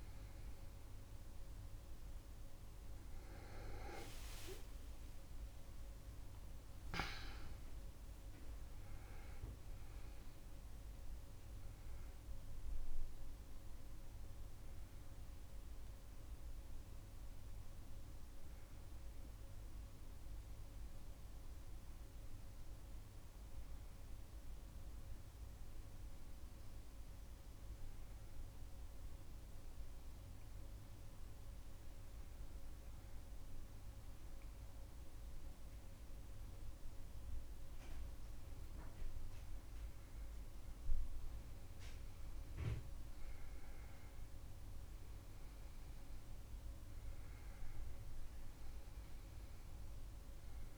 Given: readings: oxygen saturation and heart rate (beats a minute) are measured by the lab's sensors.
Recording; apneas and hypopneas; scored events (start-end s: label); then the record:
breathing in sleep, hard to hear, by a room microphone; none
4.50-6.50 s: long interval between heartbeats (device-marked, heart rate 69 before, 77 extreme)
5.00-9.00 s: arousal
From the record:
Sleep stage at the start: N2 (light sleep); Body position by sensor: on the back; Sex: male